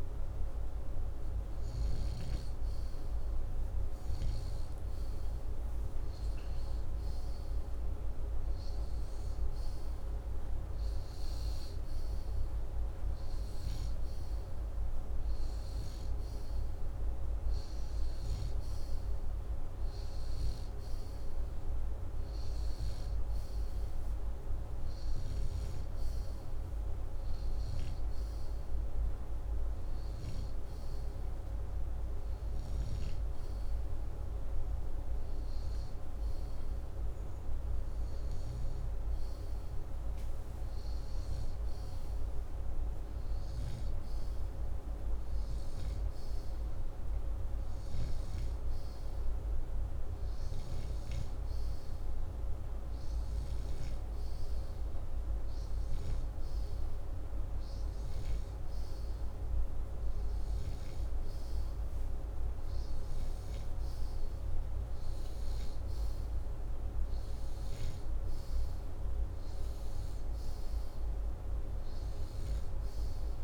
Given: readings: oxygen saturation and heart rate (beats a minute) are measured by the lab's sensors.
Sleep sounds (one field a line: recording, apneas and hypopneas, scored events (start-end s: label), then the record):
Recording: breathing in sleep, hard to hear, by a room microphone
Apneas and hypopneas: none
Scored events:
46.00-59.00 s: snoring (device-marked)
From the record:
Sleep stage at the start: N2 (light sleep)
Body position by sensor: upright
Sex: male